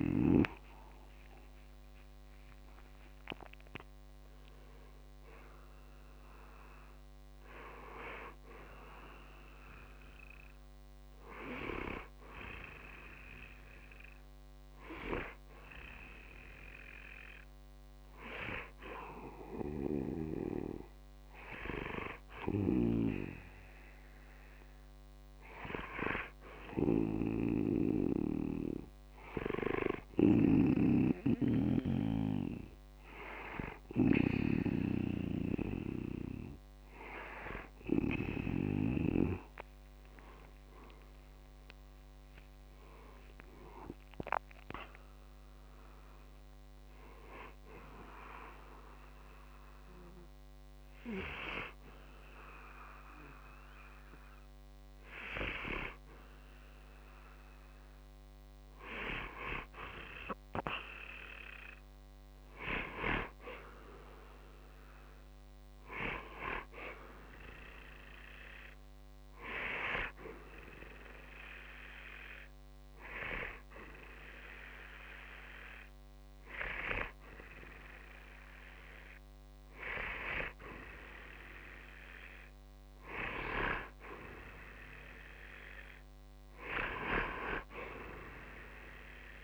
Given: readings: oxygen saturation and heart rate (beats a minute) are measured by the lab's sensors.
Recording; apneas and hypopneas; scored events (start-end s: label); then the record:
breathing in sleep by a microphone on the trachea; 1
0.00-1.00 s: arousal
26.00-38.50 s: snoring (device-marked)
39.00-43.00 s: arousal
70.00-81.00 s: hypopnea (oxygen 94% before, 91% lowest, heart rate 64 before, 62 extreme, up 13 after)
83.50-87.50 s: arousal
From the record:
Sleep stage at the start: N2 (light sleep); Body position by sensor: on the back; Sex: male